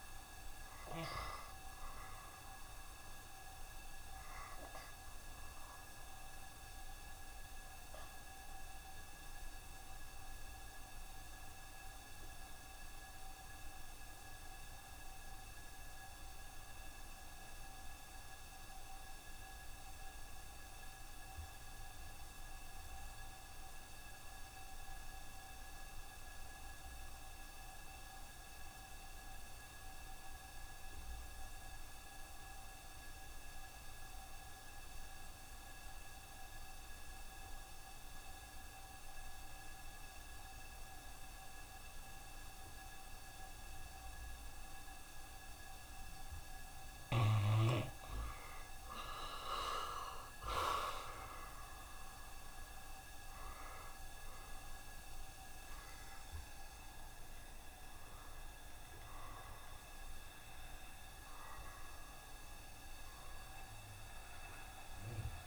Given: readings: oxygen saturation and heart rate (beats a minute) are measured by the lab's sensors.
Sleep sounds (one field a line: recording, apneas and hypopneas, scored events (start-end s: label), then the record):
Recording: breathing in sleep by a room microphone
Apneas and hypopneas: 1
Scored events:
0.00-17.50 s: oxygen desaturation (device-marked, oxygen 83% lowest, heart rate 67 extreme)
3.50-45.00 s: obstructive apnea (oxygen 95% before, 78% lowest, heart rate 74 before, 67 extreme, up 3 after)
28.50-65.47 s: oxygen desaturation (device-marked, oxygen 94% before, 78% lowest, heart rate 68 before, 69 extreme)
48.00-52.50 s: arousal
55.50-57.50 s: long interval between heartbeats (device-marked, heart rate 71 before, 91 extreme)
57.50-65.47 s: new sleep stage, N1 (lightest sleep)
From the record:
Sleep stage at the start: N2 (light sleep)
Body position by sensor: on the right side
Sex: male